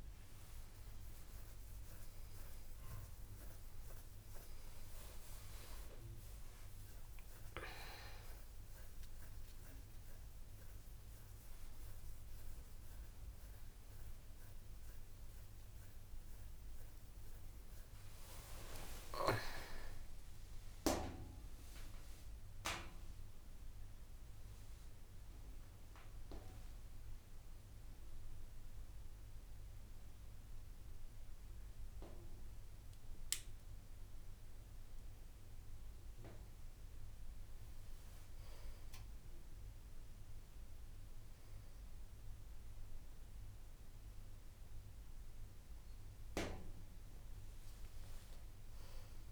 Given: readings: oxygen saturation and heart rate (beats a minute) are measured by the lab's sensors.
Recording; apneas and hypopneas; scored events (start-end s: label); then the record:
a person awake in a sleep study, by a room microphone; none
8.50-18.50 s: oxygen desaturation (device-marked, oxygen 97% before, 93% lowest, heart rate 90 before, 88 extreme)
From the record:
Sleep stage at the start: awake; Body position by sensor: on the back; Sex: female